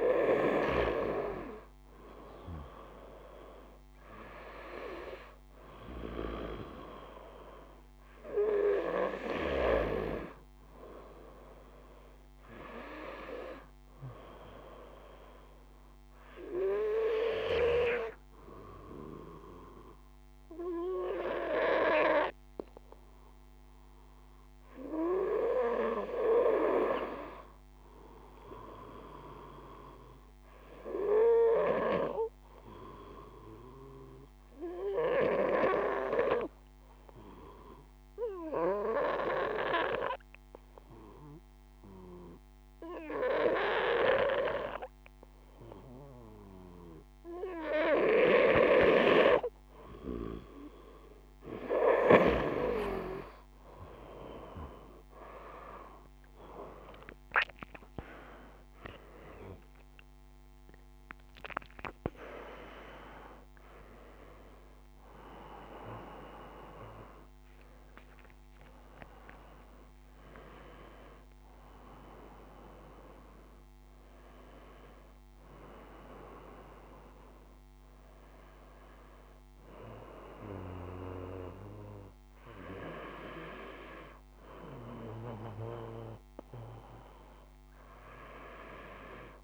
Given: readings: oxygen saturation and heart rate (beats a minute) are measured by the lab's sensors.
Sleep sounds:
breathing in sleep by a microphone on the trachea; 1
0.00-25.00 s: oxygen desaturation (device-marked, oxygen 93% lowest, heart rate 52 extreme)
30.50-48.00 s: obstructive apnea (oxygen 97% before, 92% lowest, heart rate 54 before, 52 extreme, up 3 after)
48.00-51.50 s: snoring (device-marked)
53.50-57.00 s: arousal
56.00-87.00 s: oxygen desaturation (device-marked, oxygen 96% before, 92% lowest, heart rate 53 before, 51 extreme)
58.00-88.00 s: new sleep stage, N1 (lightest sleep)
88.00-89.44 s: new sleep stage, N2 (light sleep)
From the record:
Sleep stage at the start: N2 (light sleep); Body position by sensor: on the back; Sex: male

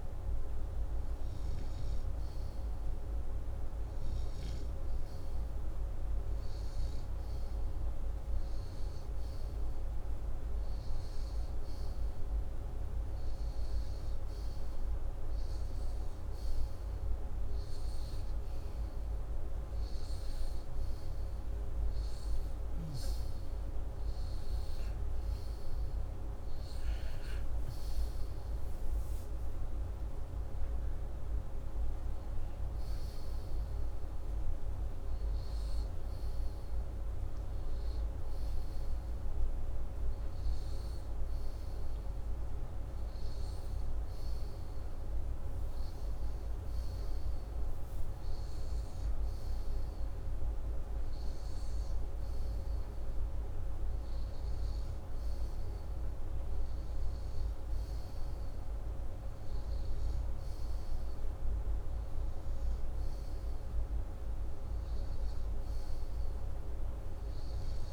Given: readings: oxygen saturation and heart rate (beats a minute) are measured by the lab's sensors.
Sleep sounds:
breathing in sleep, hard to hear, by a room microphone; none
none scored
From the record:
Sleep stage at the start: N2 (light sleep); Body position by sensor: upright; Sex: male

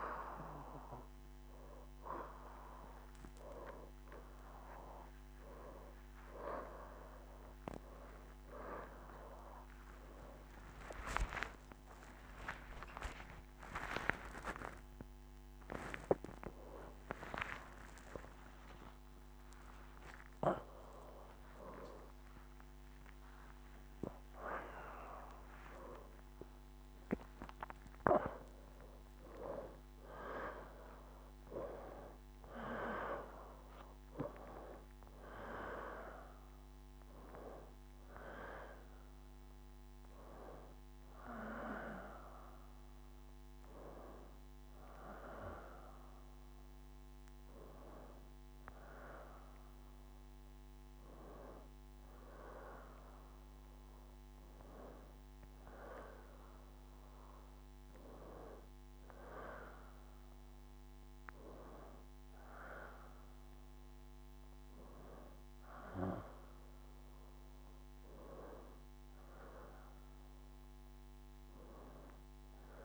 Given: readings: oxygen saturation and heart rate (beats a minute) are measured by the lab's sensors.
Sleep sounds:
a person partly awake in a sleep study, by a microphone on the trachea; none
0.50-2.50 s: long interval between heartbeats (device-marked, heart rate 76 before, 115 extreme)
4.00-6.00 s: long interval between heartbeats (device-marked, heart rate 85 before, 136 extreme)
4.00-34.00 s: new sleep stage, awake
7.50-9.50 s: long interval between heartbeats (device-marked, heart rate 95 before, 135 extreme)
9.00-32.00 s: oxygen desaturation (device-marked, oxygen 93% before, 87% lowest)
11.00-13.00 s: long interval between heartbeats (device-marked, heart rate 106 before, 115 extreme)
13.50-15.50 s: long interval between heartbeats (device-marked, heart rate 111 before, 138 extreme)
21.00-23.00 s: long interval between heartbeats (device-marked, heart rate 119 before, 55 extreme)
26.50-28.50 s: long interval between heartbeats (device-marked, heart rate 102 before, 47 extreme)
34.00-72.85 s: new sleep stage, N1 (lightest sleep)
From the record:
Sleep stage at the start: N1 (lightest sleep); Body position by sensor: on the left side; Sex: female

